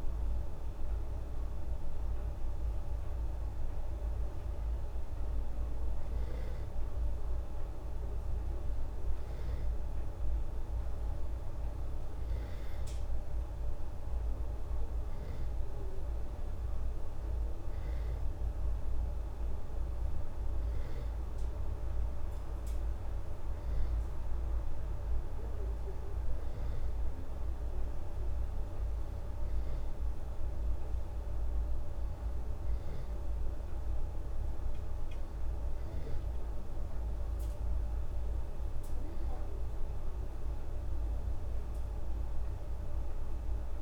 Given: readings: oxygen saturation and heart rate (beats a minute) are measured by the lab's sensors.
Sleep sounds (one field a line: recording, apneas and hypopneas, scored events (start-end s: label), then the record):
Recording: breathing in sleep, hard to hear, by a room microphone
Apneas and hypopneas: none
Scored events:
none scored
From the record:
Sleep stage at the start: N2 (light sleep)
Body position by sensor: on the back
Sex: female